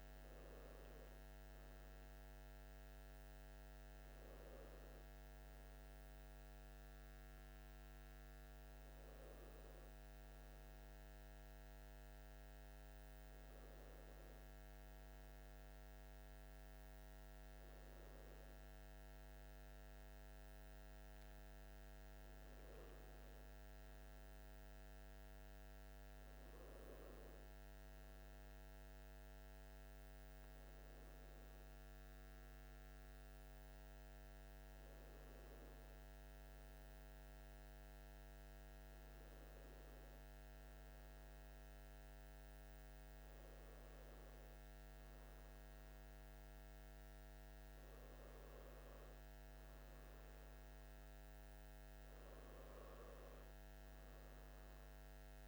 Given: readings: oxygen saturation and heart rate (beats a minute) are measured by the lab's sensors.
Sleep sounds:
breathing in sleep, hard to hear, by a microphone on the trachea; none
none scored
From the record:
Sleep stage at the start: N1 (lightest sleep); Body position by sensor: on the back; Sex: male

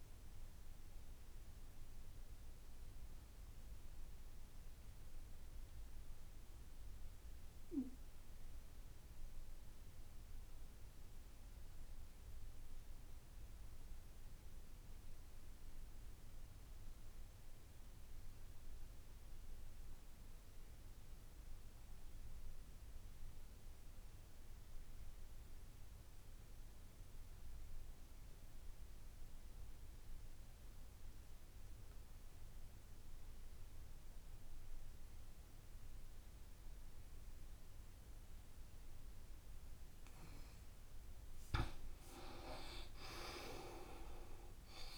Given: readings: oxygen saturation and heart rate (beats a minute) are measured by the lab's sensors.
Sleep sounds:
breathing in sleep by a room microphone; 1
0.00-5.50 s: oxygen desaturation (device-marked, oxygen 81% lowest, heart rate 65 extreme)
2.00-40.00 s: mixed apnea (oxygen 87% before, 81% lowest, heart rate 74 before, 67 extreme, up 0 after)
21.50-44.98 s: oxygen desaturation (device-marked, oxygen 97% before, 81% lowest, heart rate 70 before, 68 extreme)
42.00-44.98 s: arousal
From the record:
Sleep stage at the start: N2 (light sleep); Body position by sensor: on the back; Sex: male

